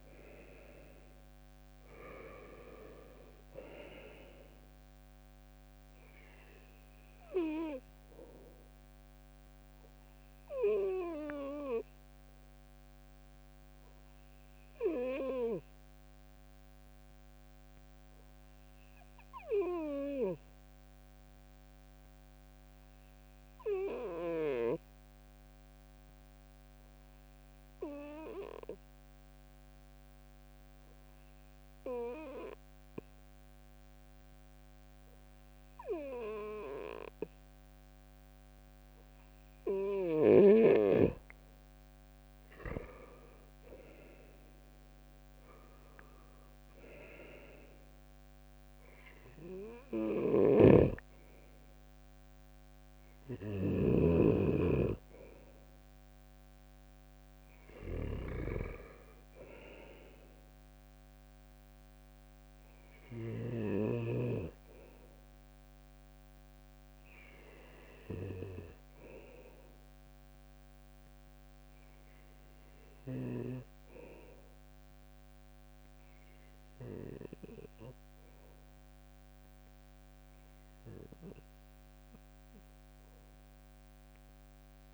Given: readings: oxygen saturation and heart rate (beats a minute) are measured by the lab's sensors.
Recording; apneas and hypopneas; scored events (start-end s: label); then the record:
breathing in sleep by a microphone on the trachea; 1
10.00-39.50 s: obstructive apnea (oxygen 98% before, 94% lowest, heart rate 69 before, 61 extreme, up 7 after)
15.50-27.50 s: oxygen desaturation (device-marked, oxygen 97% before, 94% lowest, heart rate 68 before, 65 extreme)
41.50-45.00 s: arousal
49.50-53.50 s: snoring (device-marked)
From the record:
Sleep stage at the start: N2 (light sleep); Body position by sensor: on the right side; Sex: male